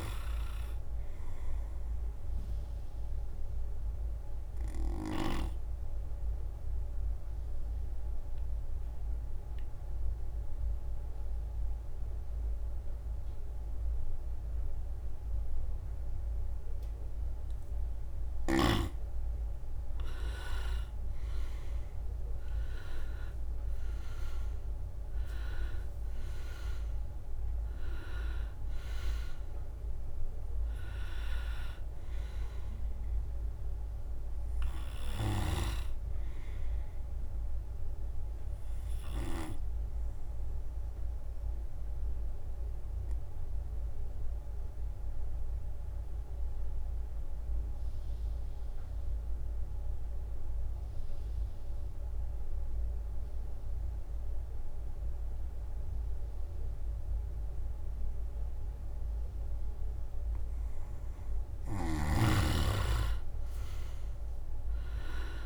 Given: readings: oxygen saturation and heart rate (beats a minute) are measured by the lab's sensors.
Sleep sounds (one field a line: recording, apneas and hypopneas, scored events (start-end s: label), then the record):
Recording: breathing in sleep by a room microphone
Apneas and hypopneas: 2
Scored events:
0.00-5.00 s: oxygen desaturation (device-marked, oxygen 94% lowest, heart rate 61 extreme)
6.00-17.50 s: obstructive apnea (oxygen 98% before, 92% lowest, heart rate 69 before, 61 extreme, up 13 after)
19.50-23.50 s: arousal
22.00-35.00 s: drop in pulse transit time (device-marked, heart rate 65 before, 69 extreme)
25.00-45.00 s: oxygen desaturation (device-marked, oxygen 97% before, 92% lowest, heart rate 65 before, 61 extreme)
41.00-60.00 s: obstructive apnea (oxygen 97% before, 92% lowest, heart rate 71 before, 61 extreme, up 9 after)
63.00-65.46 s: oxygen desaturation (device-marked, oxygen 98% before, 92% lowest, heart rate 64 before, 64 extreme)
64.00-65.46 s: drop in pulse transit time (device-marked, heart rate 64 before, 70 extreme)
From the record:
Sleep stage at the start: N2 (light sleep)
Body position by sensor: on the right side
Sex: male